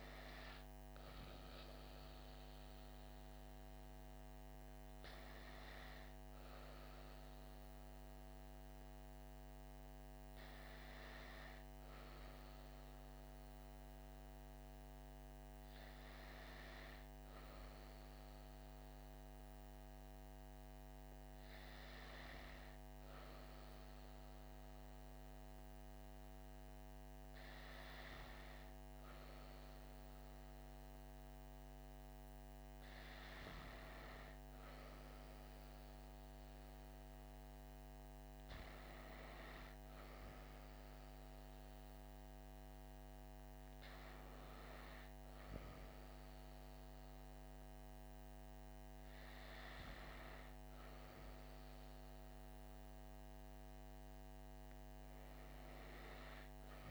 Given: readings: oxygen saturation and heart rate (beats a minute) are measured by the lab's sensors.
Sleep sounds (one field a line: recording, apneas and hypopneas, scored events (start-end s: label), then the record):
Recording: breathing in sleep, hard to hear, by a microphone on the trachea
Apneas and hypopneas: none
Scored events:
none scored
From the record:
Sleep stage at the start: N2 (light sleep)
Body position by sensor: on the back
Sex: female